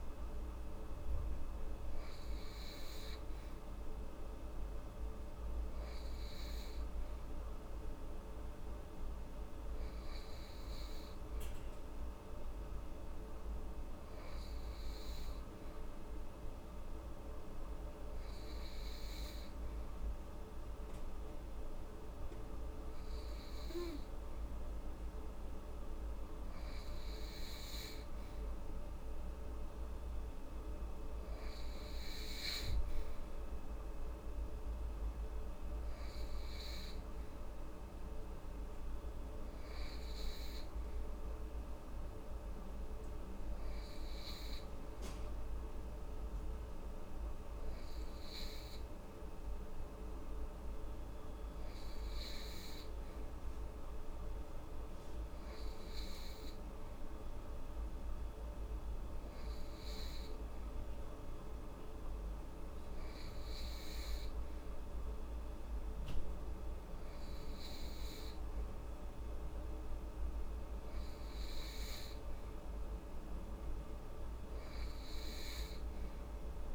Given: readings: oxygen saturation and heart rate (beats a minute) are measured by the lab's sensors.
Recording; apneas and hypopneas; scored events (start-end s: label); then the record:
breathing in sleep, hard to hear, by a room microphone; none
none scored
From the record:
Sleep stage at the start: N3 (deep sleep); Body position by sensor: upright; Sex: female